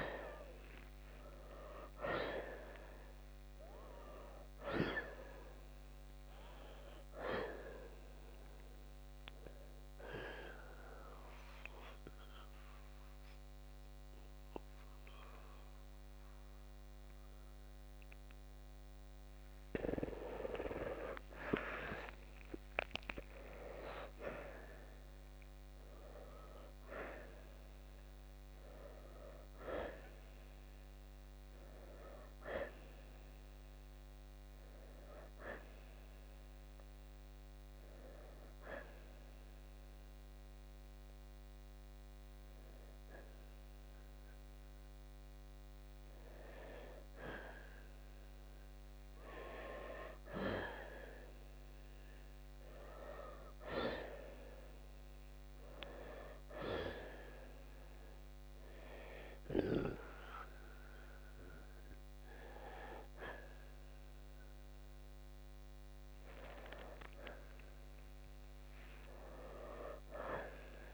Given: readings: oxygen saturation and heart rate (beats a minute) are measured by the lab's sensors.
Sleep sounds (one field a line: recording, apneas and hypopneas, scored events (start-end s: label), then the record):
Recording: breathing in sleep by a microphone on the trachea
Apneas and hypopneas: 2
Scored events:
0.00-2.00 s: oxygen desaturation (device-marked, oxygen 86% lowest, heart rate 58 extreme)
0.00-3.00 s: arousal
8.50-19.00 s: central apnea (oxygen 94% before, 85% lowest, heart rate 68 before, 58 extreme, up 6 after)
10.00-25.00 s: oxygen desaturation (device-marked, oxygen 94% before, 88% lowest, heart rate 69 before, 58 extreme)
22.00-25.50 s: arousal
36.50-47.50 s: hypopnea (oxygen 93% before, 85% lowest, heart rate 66 before, 63 extreme, up 8 after)
37.00-53.00 s: oxygen desaturation (device-marked, oxygen 93% before, 85% lowest, heart rate 67 before, 63 extreme)
53.00-55.50 s: arousal
61.00-70.94 s: oxygen desaturation (device-marked, oxygen 94% before, 89% lowest, heart rate 67 before, 59 extreme)
From the record:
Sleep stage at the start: N2 (light sleep)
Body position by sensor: on the back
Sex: male